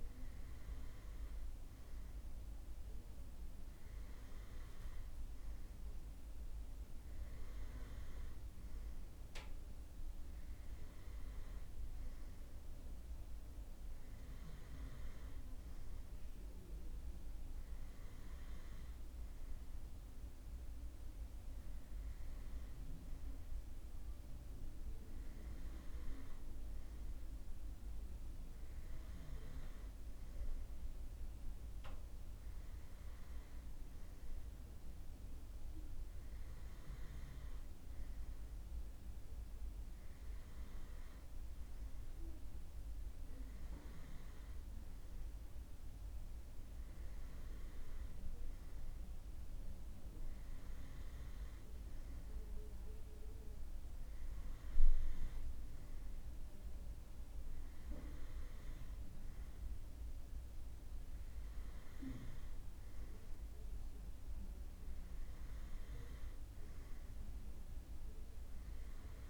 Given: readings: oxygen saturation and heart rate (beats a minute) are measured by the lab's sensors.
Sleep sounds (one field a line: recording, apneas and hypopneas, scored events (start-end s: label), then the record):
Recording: breathing in sleep, hard to hear, by a room microphone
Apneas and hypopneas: none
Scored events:
none scored
From the record:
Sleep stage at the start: N2 (light sleep)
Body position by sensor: on the right side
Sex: male